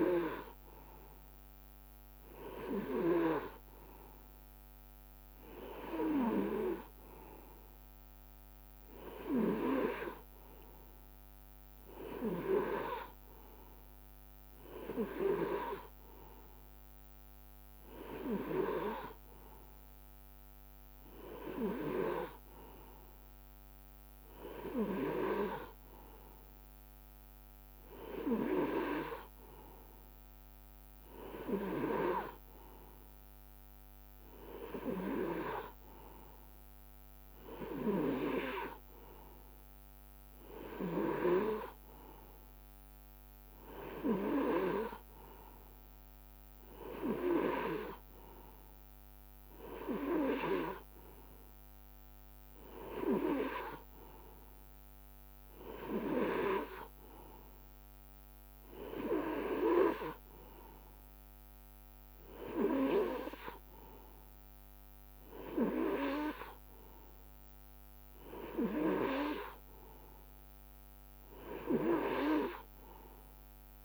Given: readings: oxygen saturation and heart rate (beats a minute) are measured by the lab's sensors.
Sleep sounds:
breathing in sleep by a microphone on the trachea; none
none scored
From the record:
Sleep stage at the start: N2 (light sleep); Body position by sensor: on the right side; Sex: male

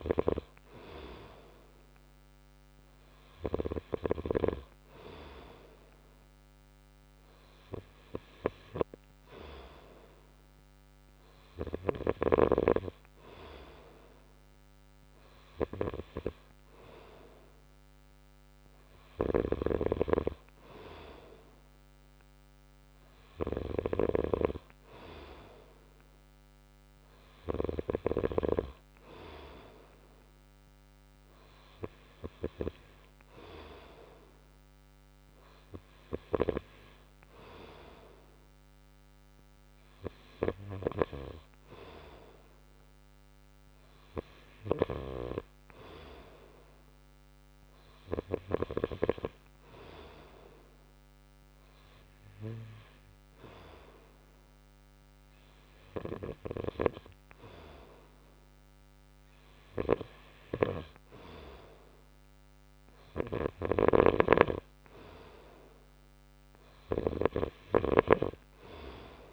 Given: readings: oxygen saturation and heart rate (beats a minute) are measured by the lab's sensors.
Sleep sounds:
breathing in sleep by a microphone on the trachea; none
none scored
From the record:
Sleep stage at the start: N2 (light sleep); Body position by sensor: on the right side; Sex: male

